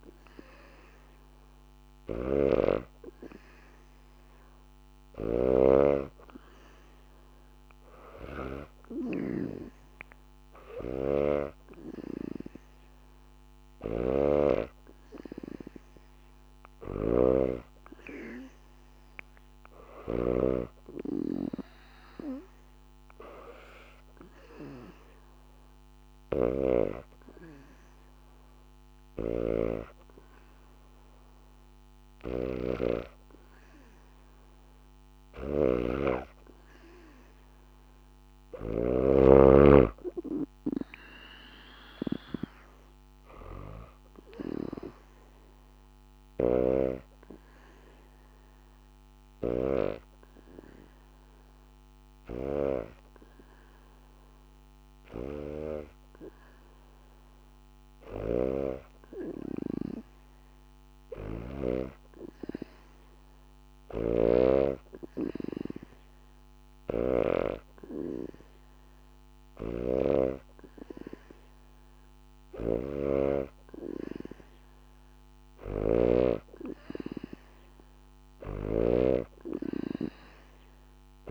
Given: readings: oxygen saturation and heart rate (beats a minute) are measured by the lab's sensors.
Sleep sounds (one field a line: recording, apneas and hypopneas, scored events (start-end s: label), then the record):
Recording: breathing in sleep by a microphone on the trachea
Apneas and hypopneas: none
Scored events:
0.00-20.00 s: snoring (device-marked)
26.00-38.50 s: snoring (device-marked)
44.00-56.00 s: oxygen desaturation (device-marked, oxygen 94% before, 89% lowest, heart rate 77 before, 74 extreme)
63.50-67.00 s: snoring (device-marked)
69.00-76.00 s: snoring (device-marked)
78.00-81.31 s: snoring (device-marked)
From the record:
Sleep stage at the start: N2 (light sleep)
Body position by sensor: on the back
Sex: female